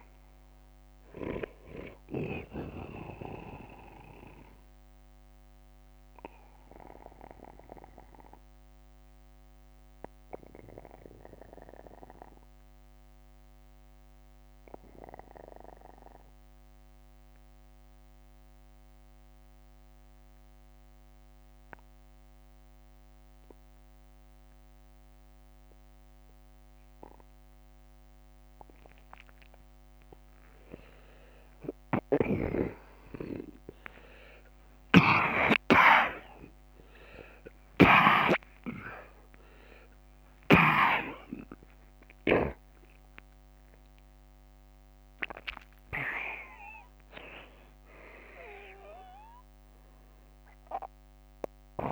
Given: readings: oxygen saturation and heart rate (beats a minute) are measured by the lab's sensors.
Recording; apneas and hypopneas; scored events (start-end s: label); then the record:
breathing in sleep by a microphone on the trachea; 1
0.00-26.00 s: oxygen desaturation (device-marked, oxygen 79% lowest, heart rate 48 extreme)
4.50-28.50 s: obstructive apnea (oxygen 95% before, 79% lowest, heart rate 59 before, 48 extreme, up 21 after)
24.00-26.00 s: long interval between heartbeats (device-marked, heart rate 56 before, 54 extreme)
31.50-36.50 s: arousal
34.00-37.50 s: snoring (device-marked)
36.00-39.00 s: tachycardia (device-marked, heart rate 57 before, 89 extreme)
37.00-39.00 s: long interval between heartbeats (device-marked, heart rate 55 before, 80 extreme)
40.00-42.00 s: long interval between heartbeats (device-marked, heart rate 60 before, 103 extreme)
From the record:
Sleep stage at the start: N2 (light sleep); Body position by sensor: on the back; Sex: male